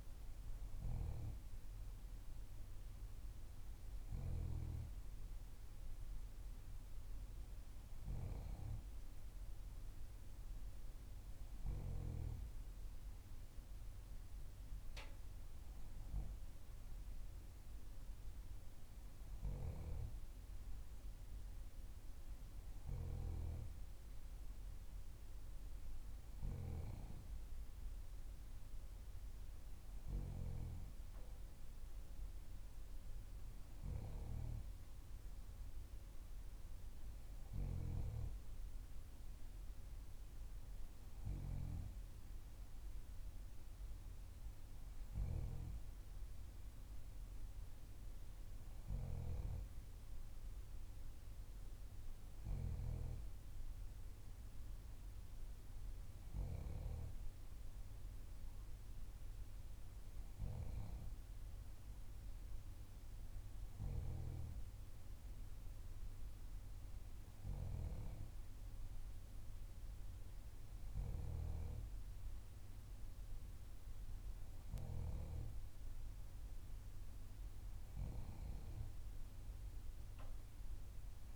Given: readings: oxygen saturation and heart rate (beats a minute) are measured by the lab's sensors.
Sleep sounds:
breathing in sleep by a room microphone; none
none scored
From the record:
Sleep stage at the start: N3 (deep sleep); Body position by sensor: on the back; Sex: female

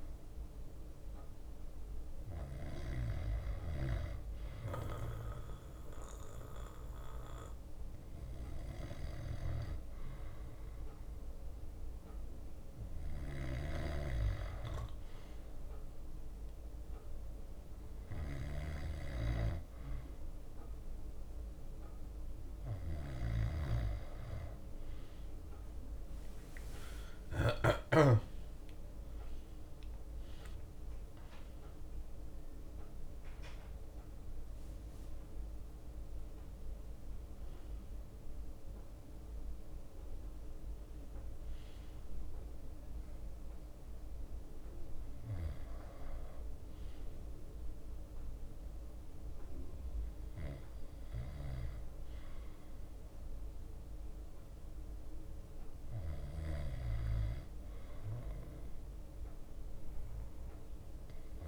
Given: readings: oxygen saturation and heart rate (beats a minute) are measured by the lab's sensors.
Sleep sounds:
breathing in sleep by a room microphone; none
0.00-4.00 s: leg movement (device-marked)
11.00-12.50 s: leg movement (device-marked)
17.00-20.50 s: leg movement (device-marked)
26.00-27.50 s: leg movement (device-marked)
28.00-33.00 s: arousal
50.00-61.48 s: drop in pulse transit time (device-marked, heart rate 63 before, 59 extreme)
52.00-55.00 s: bradycardia (device-marked, heart rate 60 before, 60 extreme)
56.00-59.00 s: bradycardia (device-marked, heart rate 60 before, 59 extreme)
From the record:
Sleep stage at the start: N2 (light sleep); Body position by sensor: on the back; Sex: male

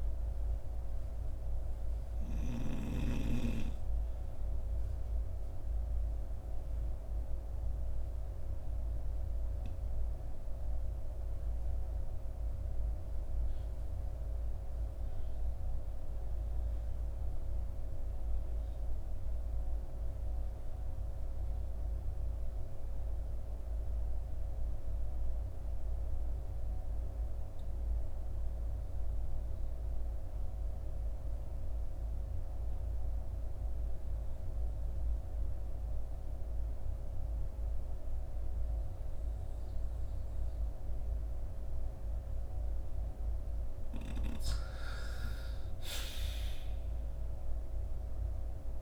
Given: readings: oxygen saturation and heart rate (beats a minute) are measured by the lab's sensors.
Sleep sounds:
breathing in sleep by a room microphone; 1
0.00-5.50 s: oxygen desaturation (device-marked, oxygen 79% lowest, heart rate 53 extreme)
5.50-41.50 s: obstructive apnea (oxygen 85% before, 73% lowest, heart rate 64 before, 53 extreme, up 8 after)
27.50-48.82 s: oxygen desaturation (device-marked, oxygen 97% before, 73% lowest, heart rate 56 before, 48 extreme)
44.00-48.82 s: arousal
From the record:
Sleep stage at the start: REM sleep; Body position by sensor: on the front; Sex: male

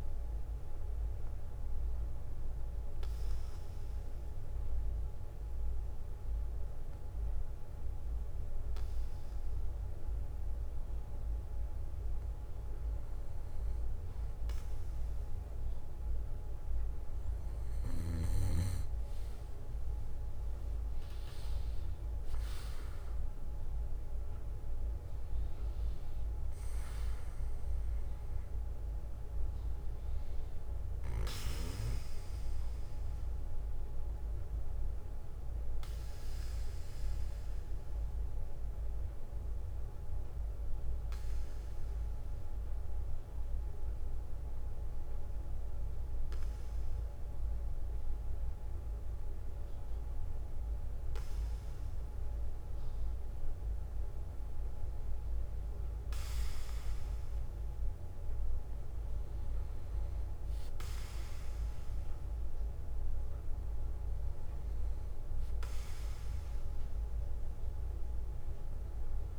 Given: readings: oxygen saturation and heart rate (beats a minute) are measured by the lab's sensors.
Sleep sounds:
breathing in sleep, hard to hear, by a room microphone; 2
0.00-15.00 s: bradycardia (device-marked, heart rate 56 extreme)
2.00-13.00 s: obstructive apnea (oxygen 96% before, 94% lowest, heart rate 61 before, 57 extreme, up 3 after)
20.50-25.50 s: arousal
28.00-30.00 s: bradycardia (device-marked, heart rate 68 before, 61 extreme)
33.00-53.00 s: bradycardia (device-marked, heart rate 68 before, 55 extreme)
38.00-51.50 s: hypopnea (oxygen 96% before, 94% lowest, heart rate 61 before, 55 extreme, up 5 after)
53.00-56.50 s: arousal
59.00-69.39 s: bradycardia (device-marked, heart rate 68 before, 58 extreme)
From the record:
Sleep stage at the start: N2 (light sleep); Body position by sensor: on the back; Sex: male

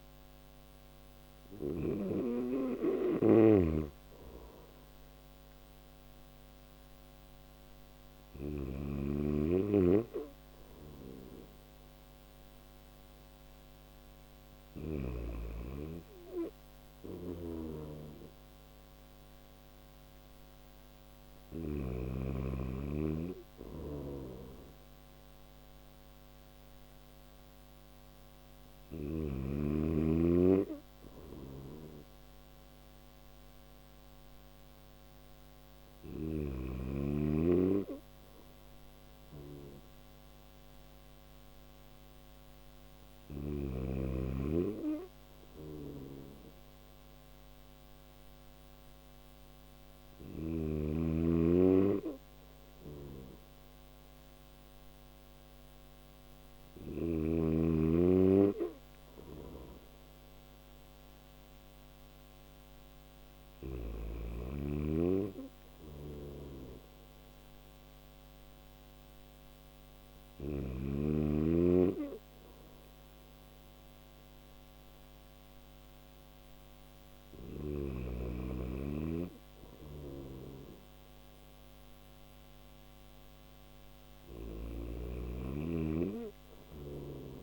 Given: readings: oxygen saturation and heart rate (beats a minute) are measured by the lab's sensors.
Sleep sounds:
breathing in sleep by a microphone on the trachea; none
0.00-1.00 s: snoring (device-marked)
16.00-21.00 s: snoring (device-marked)
23.00-28.50 s: snoring (device-marked)
44.50-49.50 s: snoring (device-marked)
65.00-69.50 s: snoring (device-marked)
79.00-83.50 s: snoring (device-marked)
85.50-87.43 s: snoring (device-marked)
From the record:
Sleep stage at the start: N1 (lightest sleep); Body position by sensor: on the back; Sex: male

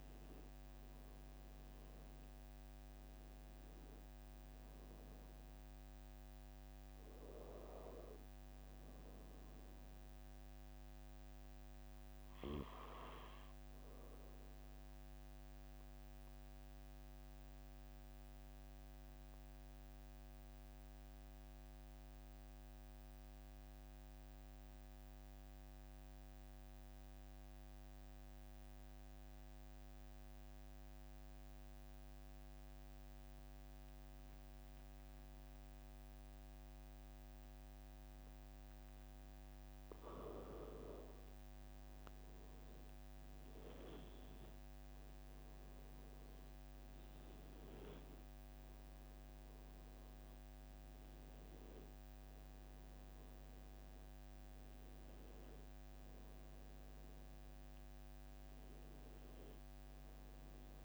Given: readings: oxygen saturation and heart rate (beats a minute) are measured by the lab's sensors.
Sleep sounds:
breathing in sleep by a microphone on the trachea; 1
16.00-39.00 s: mixed apnea (oxygen 97% before, 93% lowest, heart rate 53 before, 43 extreme, up 4 after)
41.00-45.00 s: arousal
From the record:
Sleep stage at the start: REM sleep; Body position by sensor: on the back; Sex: male

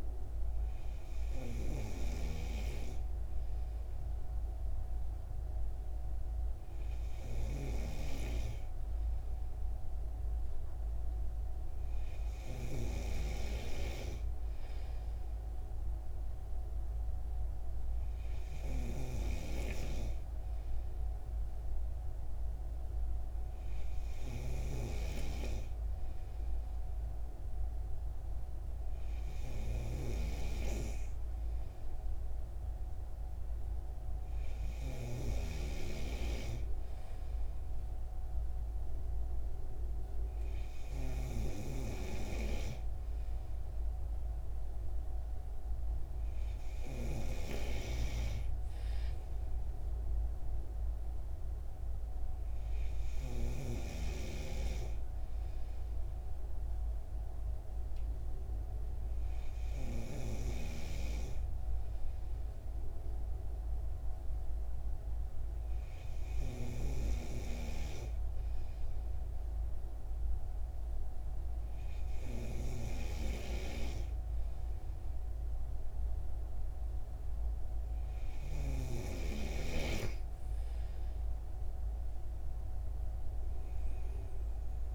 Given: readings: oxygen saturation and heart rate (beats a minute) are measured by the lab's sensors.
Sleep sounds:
breathing in sleep by a room microphone; none
83.00-84.95 s: new sleep stage, N2 (light sleep)
From the record:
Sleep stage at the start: N3 (deep sleep); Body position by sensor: on the right side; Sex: male

